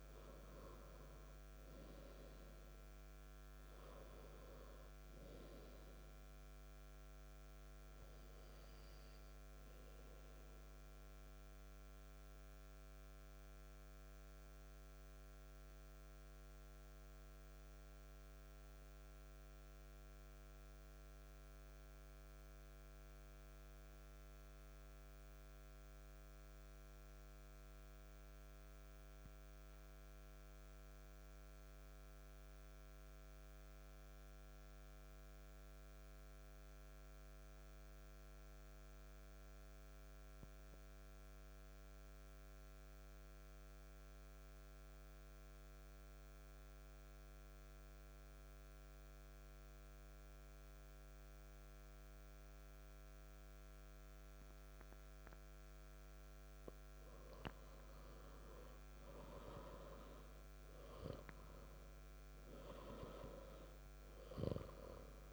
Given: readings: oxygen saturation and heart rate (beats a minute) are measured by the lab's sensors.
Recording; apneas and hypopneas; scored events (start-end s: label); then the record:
breathing in sleep by a microphone on the trachea; 1
0.00-12.50 s: oxygen desaturation (device-marked, oxygen 88% lowest, heart rate 58 extreme)
10.00-56.00 s: mixed apnea (oxygen 96% before, 90% lowest, heart rate 61 before, 58 extreme, up 2 after)
42.50-65.33 s: oxygen desaturation (device-marked, oxygen 97% before, 90% lowest, heart rate 59 before, 58 extreme)
58.00-62.50 s: arousal
From the record:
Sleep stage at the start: N2 (light sleep); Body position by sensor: on the back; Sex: male